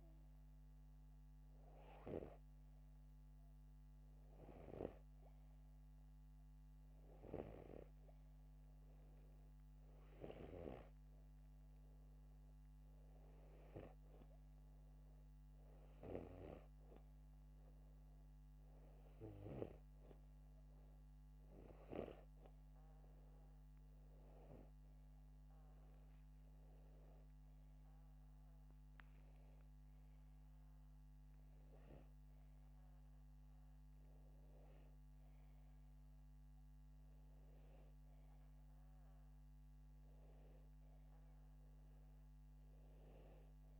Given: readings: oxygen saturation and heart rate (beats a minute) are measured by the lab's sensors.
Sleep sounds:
breathing in sleep by a microphone on the trachea; none
none scored
From the record:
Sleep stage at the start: N2 (light sleep); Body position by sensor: upright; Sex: male

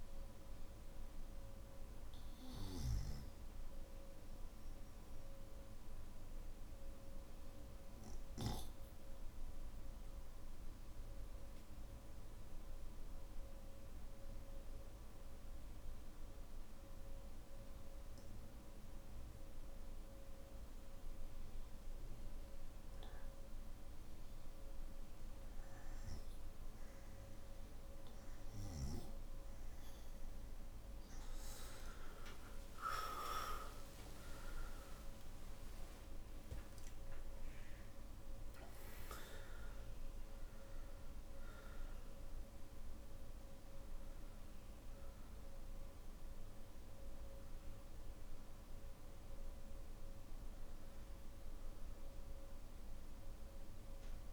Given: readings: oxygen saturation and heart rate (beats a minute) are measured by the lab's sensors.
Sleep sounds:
breathing in sleep by a room microphone; 1
5.50-28.50 s: obstructive apnea (oxygen 98% before, 93% lowest, heart rate 52 before, 47 extreme, up 13 after)
From the record:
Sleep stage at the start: N1 (lightest sleep); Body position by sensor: on the back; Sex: male

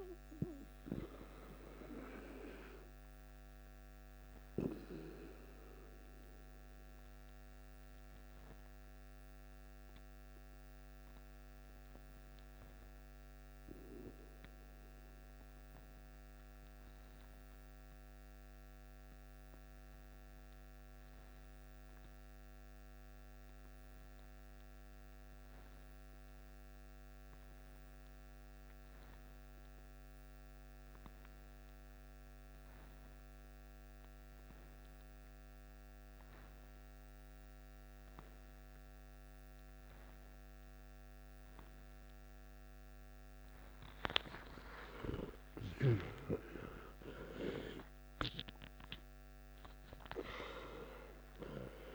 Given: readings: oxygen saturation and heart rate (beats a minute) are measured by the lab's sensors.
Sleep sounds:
breathing in sleep by a microphone on the trachea; 1
0.00-18.50 s: oxygen desaturation (device-marked, oxygen 90% lowest, heart rate 52 extreme)
16.50-43.50 s: obstructive apnea (oxygen 95% before, 89% lowest, heart rate 60 before, 53 extreme, up 14 after)
33.50-51.95 s: oxygen desaturation (device-marked, oxygen 98% before, 89% lowest, heart rate 54 before, 53 extreme)
43.50-45.50 s: long interval between heartbeats (device-marked, heart rate 54 before, 57 extreme)
45.00-48.50 s: arousal
From the record:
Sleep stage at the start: N2 (light sleep); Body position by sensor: on the back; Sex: male

